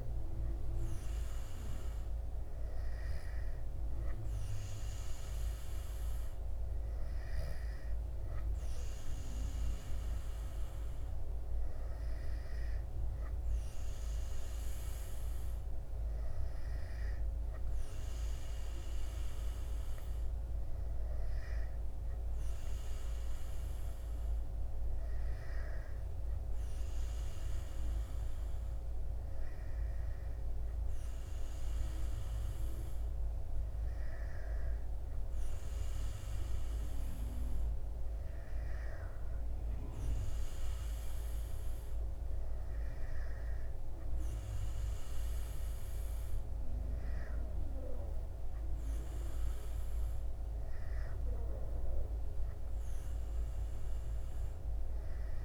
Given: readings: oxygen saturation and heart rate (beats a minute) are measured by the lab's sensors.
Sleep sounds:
breathing in sleep, hard to hear, by a room microphone; none
none scored
From the record:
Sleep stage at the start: N2 (light sleep); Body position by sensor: on the back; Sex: male

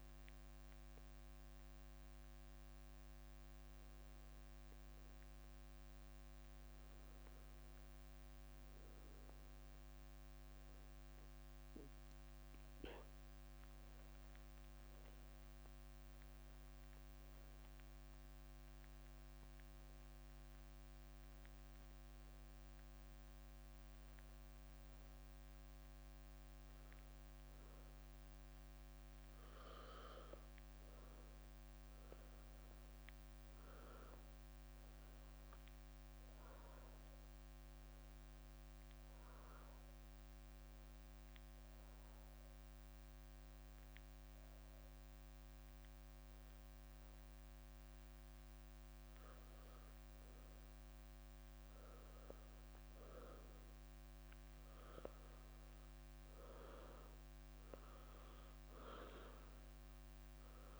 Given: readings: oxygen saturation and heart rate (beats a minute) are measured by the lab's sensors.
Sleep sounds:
breathing in sleep, hard to hear, by a microphone on the trachea; 2
15.00-31.00 s: obstructive apnea (oxygen 99% before, 93% lowest, heart rate 68 before, 65 extreme, up 8 after)
31.50-35.00 s: arousal
35.00-50.00 s: oxygen desaturation (device-marked, oxygen 97% before, 93% lowest, heart rate 68 before, 67 extreme)
43.00-54.50 s: obstructive apnea (oxygen 97% before, 93% lowest, heart rate 69 before, 67 extreme, up 4 after)
50.50-53.00 s: leg movement (device-marked)
From the record:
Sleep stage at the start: N1 (lightest sleep); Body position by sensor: on the back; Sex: female

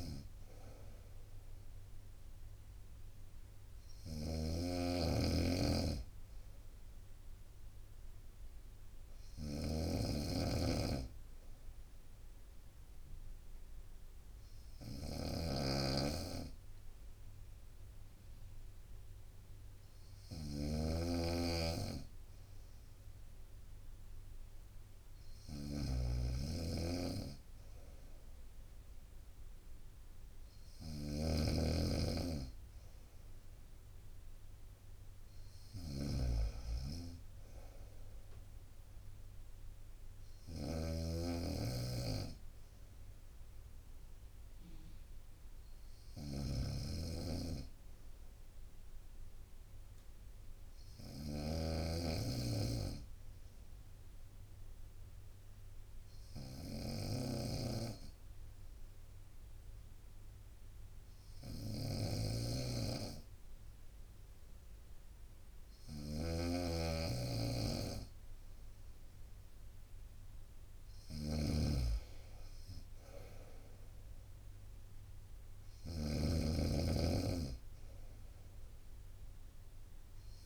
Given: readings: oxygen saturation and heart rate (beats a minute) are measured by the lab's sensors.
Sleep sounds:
breathing in sleep by a room microphone; 2
0.00-80.46 s: snoring (device-marked)
12.00-22.50 s: obstructive apnea (oxygen 95% before, 94% lowest, heart rate 63 before, 61 extreme, up 1 after)
48.50-51.50 s: arousal
54.00-67.50 s: obstructive apnea (oxygen 96% before, 94% lowest, heart rate 62 before, 60 extreme, up 1 after)
70.00-73.50 s: arousal
From the record:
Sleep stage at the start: N2 (light sleep); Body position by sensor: on the right side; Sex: female

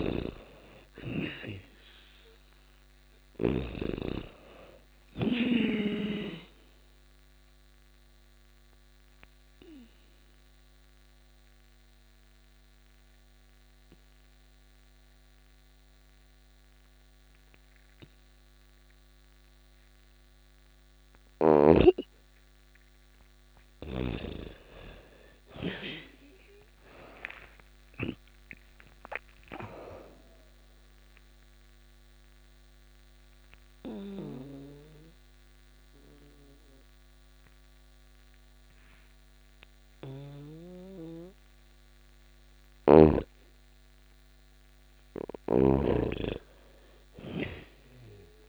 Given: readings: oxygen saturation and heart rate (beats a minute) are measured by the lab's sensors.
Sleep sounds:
breathing in sleep by a microphone on the trachea; 2
0.00-2.00 s: arousal
0.00-3.00 s: snoring (device-marked)
7.00-21.50 s: obstructive apnea (oxygen 99% before, 86% lowest)
8.00-21.00 s: oxygen desaturation (device-marked, oxygen 99% before, 91% lowest)
23.00-27.50 s: arousal
28.00-44.00 s: oxygen desaturation (device-marked, oxygen 98% before, 88% lowest)
30.50-42.00 s: mixed apnea (oxygen 99% before, 86% lowest)
39.00-42.50 s: snoring (device-marked)
44.50-47.50 s: arousal
44.50-48.49 s: snoring (device-marked)
From the record:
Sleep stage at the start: N2 (light sleep); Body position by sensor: on the back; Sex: female

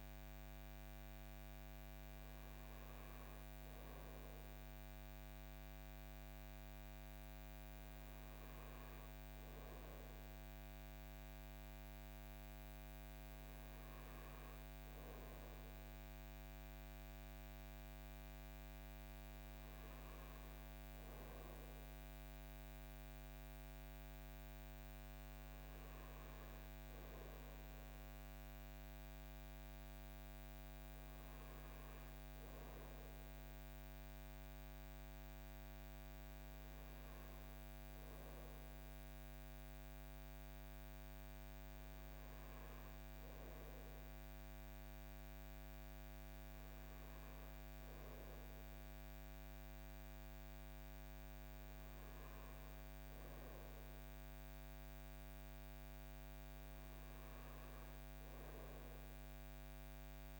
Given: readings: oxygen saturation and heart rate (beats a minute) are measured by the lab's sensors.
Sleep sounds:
breathing in sleep, hard to hear, by a microphone on the trachea; none
none scored
From the record:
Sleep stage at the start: N2 (light sleep); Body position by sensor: on the front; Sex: male

